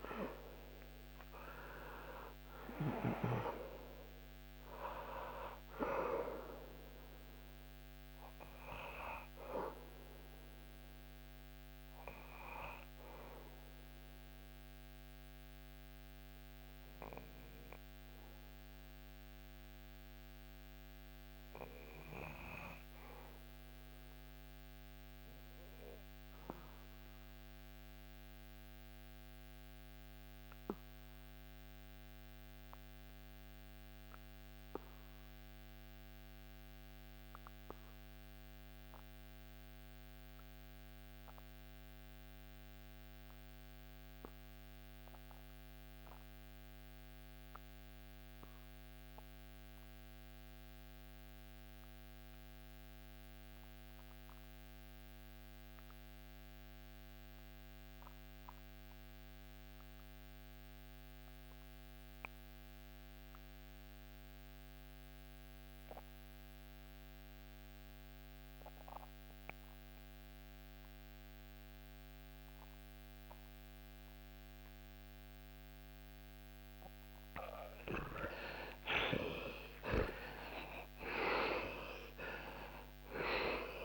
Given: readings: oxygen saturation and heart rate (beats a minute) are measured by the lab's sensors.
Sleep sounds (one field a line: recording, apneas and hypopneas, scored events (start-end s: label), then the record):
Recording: breathing in sleep by a microphone on the trachea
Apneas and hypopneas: 1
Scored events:
0.00-1.00 s: arousal
4.00-23.00 s: oxygen desaturation (device-marked, oxygen 96% before, 92% lowest, heart rate 77 before, 66 extreme)
12.50-77.00 s: obstructive apnea (oxygen 98% before, 67% lowest, heart rate 76 before, 63 extreme, up 35 after)
37.00-83.85 s: oxygen desaturation (device-marked, oxygen 99% before, 67% lowest, heart rate 76 before, 63 extreme)
79.00-83.50 s: arousal
From the record:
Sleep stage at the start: N2 (light sleep)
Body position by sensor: on the back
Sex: male